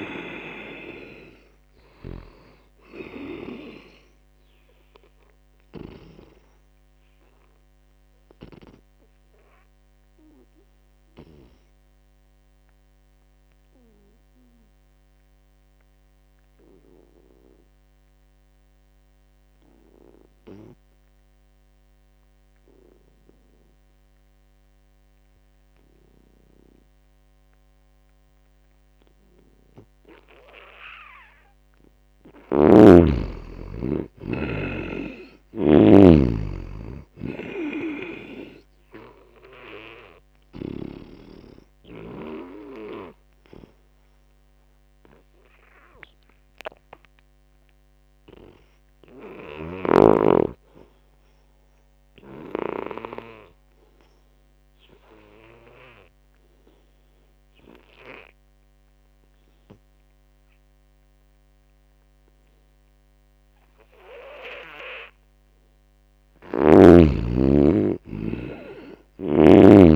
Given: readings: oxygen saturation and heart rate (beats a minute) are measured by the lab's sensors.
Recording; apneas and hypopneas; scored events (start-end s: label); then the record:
breathing in sleep by a microphone on the trachea; 2
0.00-22.00 s: oxygen desaturation (device-marked, oxygen 76% lowest)
4.50-30.50 s: obstructive apnea (oxygen 97% before, 76% lowest)
14.00-16.00 s: long interval between heartbeats (device-marked)
29.00-54.00 s: oxygen desaturation (device-marked, oxygen 97% before, 79% lowest)
32.00-36.00 s: arousal
32.50-41.00 s: snoring (device-marked)
33.50-35.50 s: long interval between heartbeats (device-marked)
41.00-64.50 s: obstructive apnea (oxygen 97% before, 79% lowest)
64.50-66.50 s: long interval between heartbeats (device-marked)
65.50-69.50 s: arousal
68.00-69.96 s: oxygen desaturation (device-marked, oxygen 96% before, 80% lowest)
From the record:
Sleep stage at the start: N2 (light sleep); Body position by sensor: on the back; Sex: male